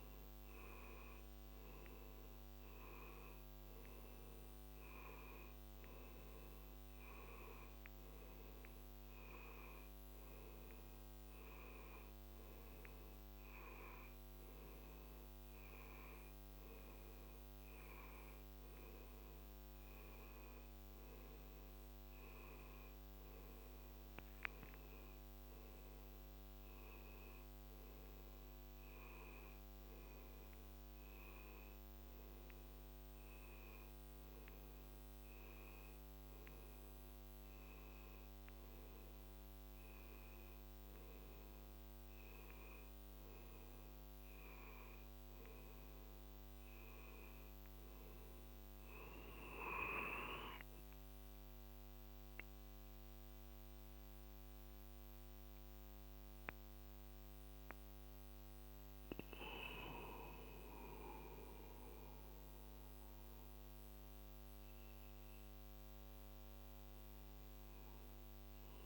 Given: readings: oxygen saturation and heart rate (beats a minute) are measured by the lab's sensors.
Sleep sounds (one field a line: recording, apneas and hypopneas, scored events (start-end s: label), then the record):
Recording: breathing in sleep by a microphone on the trachea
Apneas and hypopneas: none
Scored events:
none scored
From the record:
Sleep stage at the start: N2 (light sleep)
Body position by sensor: on the back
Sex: male